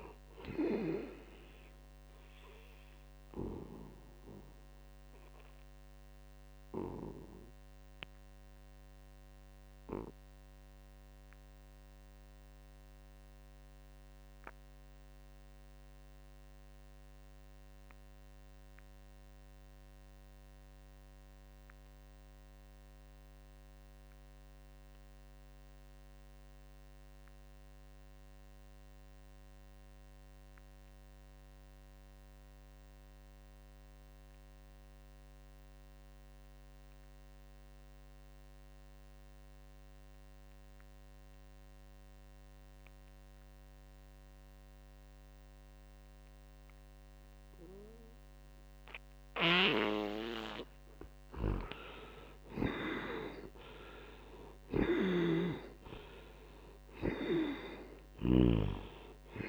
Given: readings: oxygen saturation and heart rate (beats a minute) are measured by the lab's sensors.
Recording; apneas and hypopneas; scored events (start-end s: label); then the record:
breathing in sleep by a microphone on the trachea; 1
0.00-17.00 s: oxygen desaturation (device-marked, oxygen 66% lowest, heart rate 60 extreme)
2.00-49.00 s: mixed apnea (oxygen 85% before, 64% lowest, heart rate 71 before, 60 extreme, up 18 after)
23.00-59.49 s: oxygen desaturation (device-marked, oxygen 98% before, 64% lowest, heart rate 82 before, 60 extreme)
49.00-58.00 s: snoring (device-marked)
51.00-55.00 s: arousal
From the record:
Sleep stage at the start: N2 (light sleep); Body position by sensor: on the back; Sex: male